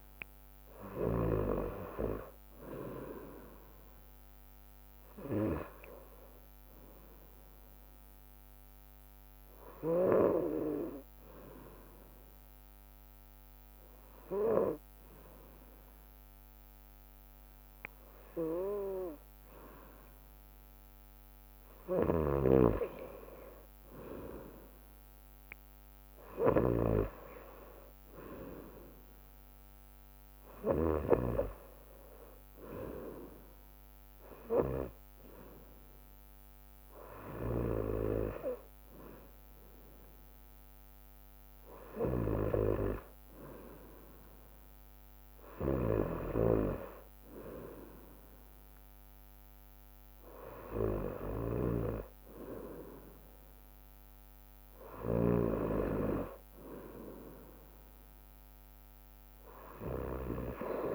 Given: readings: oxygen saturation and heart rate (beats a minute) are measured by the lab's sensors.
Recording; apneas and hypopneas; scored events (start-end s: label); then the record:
breathing in sleep by a microphone on the trachea; none
22.00-31.00 s: snoring (device-marked)
37.50-55.50 s: snoring (device-marked)
From the record:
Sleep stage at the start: N2 (light sleep); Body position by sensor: on the right side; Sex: female